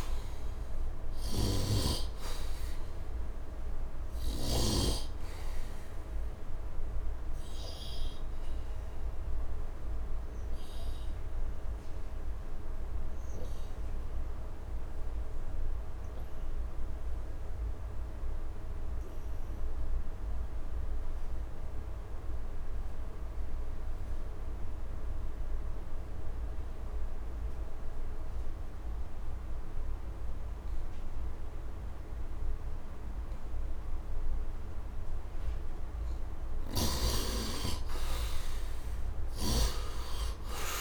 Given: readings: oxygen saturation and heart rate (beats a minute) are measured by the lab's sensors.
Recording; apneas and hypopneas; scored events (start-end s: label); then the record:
breathing in sleep by a room microphone; 1
0.00-21.50 s: oxygen desaturation (device-marked, oxygen 75% lowest)
0.50-4.00 s: snoring (device-marked)
3.50-36.00 s: obstructive apnea (oxygen 99% before, 74% lowest)
23.50-40.81 s: oxygen desaturation (device-marked, oxygen 100% before, 74% lowest)
38.50-40.81 s: arousal
38.50-40.81 s: snoring (device-marked)
From the record:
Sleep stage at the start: N2 (light sleep); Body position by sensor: on the right side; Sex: male